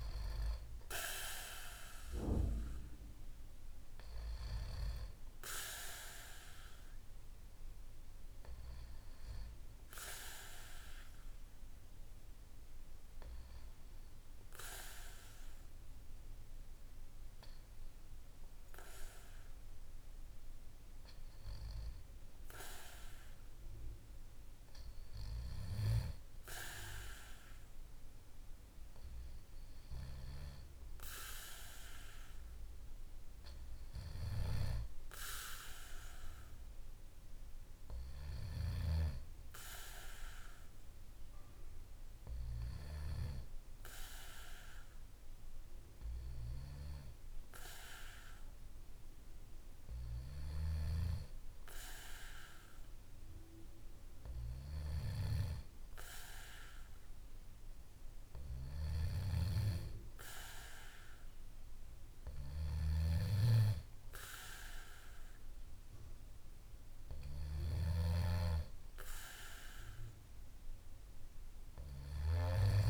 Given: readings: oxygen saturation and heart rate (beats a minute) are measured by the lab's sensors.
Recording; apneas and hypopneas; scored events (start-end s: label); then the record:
breathing in sleep by a room microphone; none
4.00-8.50 s: arousal
49.00-52.50 s: arousal
From the record:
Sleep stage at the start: N2 (light sleep); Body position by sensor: on the back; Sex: male